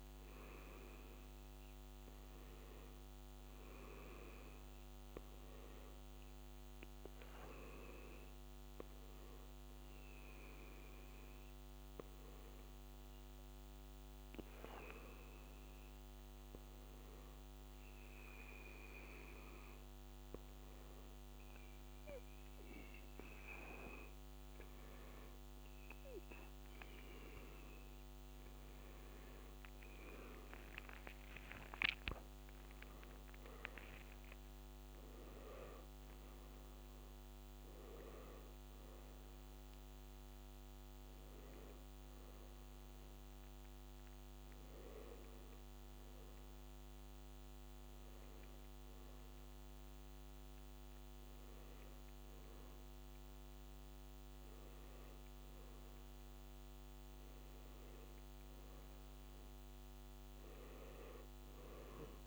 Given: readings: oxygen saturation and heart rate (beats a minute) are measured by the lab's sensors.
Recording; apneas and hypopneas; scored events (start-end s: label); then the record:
breathing in sleep by a microphone on the trachea; 1
8.50-12.00 s: arousal
14.00-24.50 s: hypopnea (oxygen 96% before, 92% lowest, heart rate 84 before, 82 extreme, up 3 after)
27.50-32.00 s: arousal
From the record:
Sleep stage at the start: N2 (light sleep); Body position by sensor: on the back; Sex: male